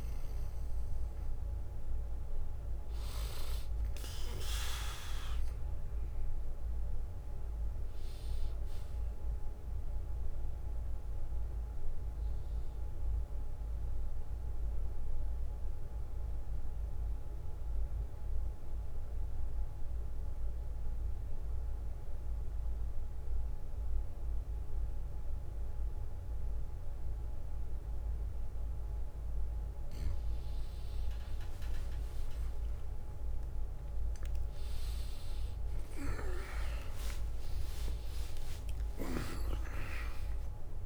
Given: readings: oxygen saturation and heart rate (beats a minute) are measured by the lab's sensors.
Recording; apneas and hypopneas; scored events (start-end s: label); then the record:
breathing in sleep by a room microphone; 1
9.50-28.00 s: mixed apnea (oxygen 96% before, 94% lowest, heart rate 84 before, 64 extreme, up 29 after)
38.50-40.86 s: new sleep stage, awake
39.50-40.86 s: oxygen desaturation (device-marked, oxygen 98% before, 95% lowest, heart rate 77 before, 66 extreme)
From the record:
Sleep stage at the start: N2 (light sleep); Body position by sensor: on the back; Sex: male